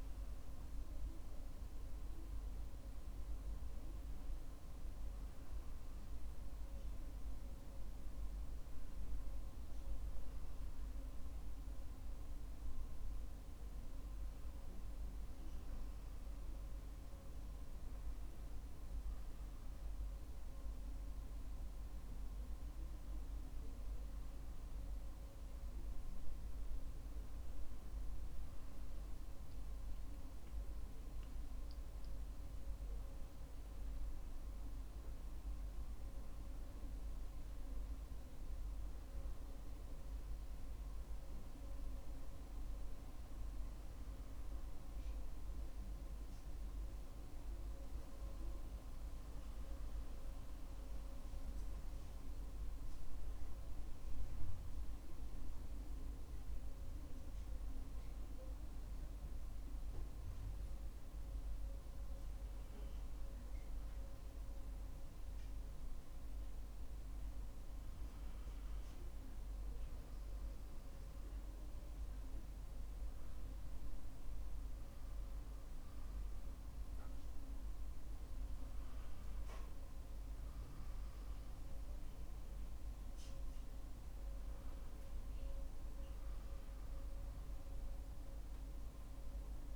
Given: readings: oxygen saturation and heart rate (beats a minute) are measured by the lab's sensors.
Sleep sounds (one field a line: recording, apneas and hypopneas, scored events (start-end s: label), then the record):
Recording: breathing in sleep, hard to hear, by a room microphone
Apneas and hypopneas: 1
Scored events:
50.00-73.00 s: hypopnea (oxygen 97% before, 93% lowest, heart rate 62 before, 53 extreme, up 5 after)
71.50-86.50 s: oxygen desaturation (device-marked, oxygen 97% before, 93% lowest, heart rate 60 before, 55 extreme)
75.00-78.50 s: arousal
From the record:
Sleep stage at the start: N1 (lightest sleep)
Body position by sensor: on the back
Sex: male